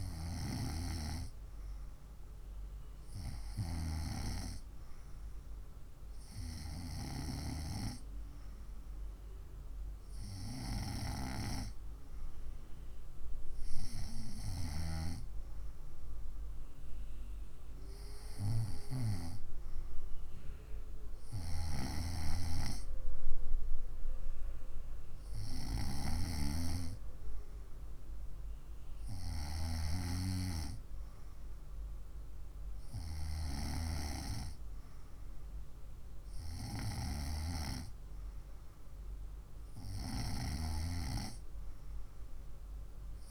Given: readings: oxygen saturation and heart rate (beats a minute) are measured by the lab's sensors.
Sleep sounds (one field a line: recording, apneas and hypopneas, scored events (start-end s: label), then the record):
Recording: breathing in sleep by a room microphone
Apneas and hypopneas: none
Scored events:
none scored
From the record:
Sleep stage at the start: N2 (light sleep)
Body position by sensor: on the right side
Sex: female